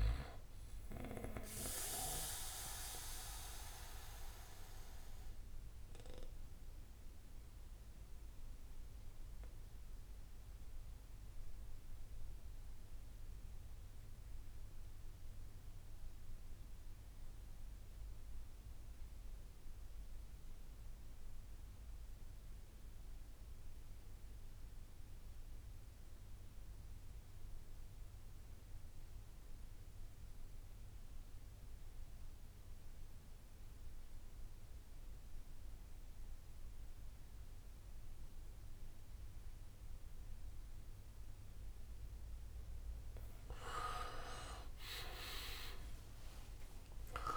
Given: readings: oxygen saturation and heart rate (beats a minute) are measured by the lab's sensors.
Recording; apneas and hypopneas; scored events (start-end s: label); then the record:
breathing in sleep by a room microphone; 1
0.00-4.50 s: drop in pulse transit time (device-marked, heart rate 60 extreme)
0.00-14.50 s: oxygen desaturation (device-marked, oxygen 85% lowest, heart rate 52 extreme)
1.50-17.50 s: bradycardia (device-marked, heart rate 65 before, 52 extreme)
5.00-42.00 s: obstructive apnea (oxygen 97% before, 82% lowest, heart rate 68 before, 52 extreme)
31.50-47.37 s: oxygen desaturation (device-marked, oxygen 99% before, 82% lowest, heart rate 59 before, 52 extreme)
43.50-45.50 s: long interval between heartbeats (device-marked, heart rate 62 before, 72 extreme)
44.50-47.37 s: arousal
44.50-47.37 s: tachycardia (device-marked, heart rate 65 before, 122 extreme)
46.00-47.37 s: long interval between heartbeats (device-marked, heart rate 63 before, 85 extreme)
From the record:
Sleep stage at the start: N2 (light sleep); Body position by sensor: on the back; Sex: male